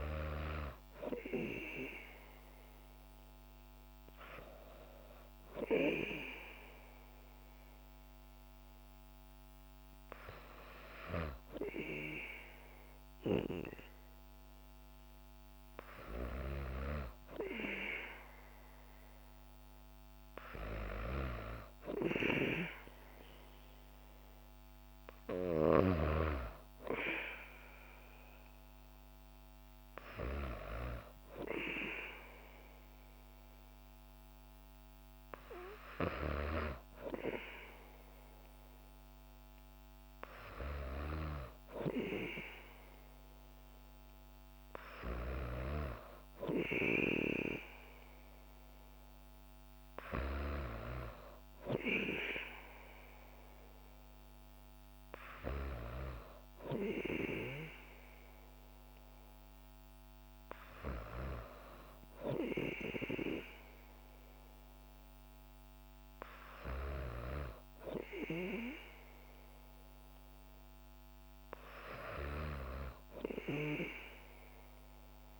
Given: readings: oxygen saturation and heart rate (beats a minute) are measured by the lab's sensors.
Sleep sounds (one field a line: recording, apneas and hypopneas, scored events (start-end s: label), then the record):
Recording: breathing in sleep by a microphone on the trachea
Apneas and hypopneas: none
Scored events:
none scored
From the record:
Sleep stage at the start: N2 (light sleep)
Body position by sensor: on the back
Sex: female